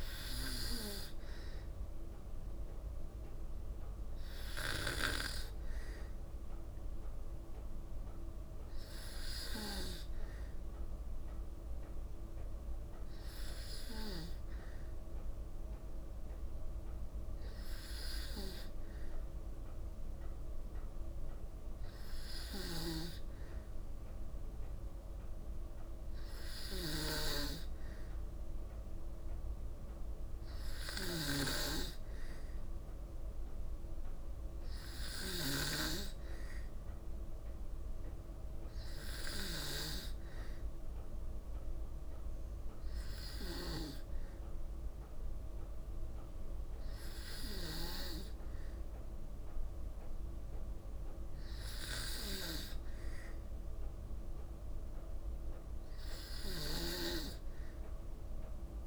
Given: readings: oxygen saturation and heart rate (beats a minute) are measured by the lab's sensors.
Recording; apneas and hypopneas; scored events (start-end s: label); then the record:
breathing in sleep by a room microphone; none
30.50-35.50 s: snoring (device-marked)
43.00-47.50 s: snoring (device-marked)
From the record:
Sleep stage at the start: N2 (light sleep); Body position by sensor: on the back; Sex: female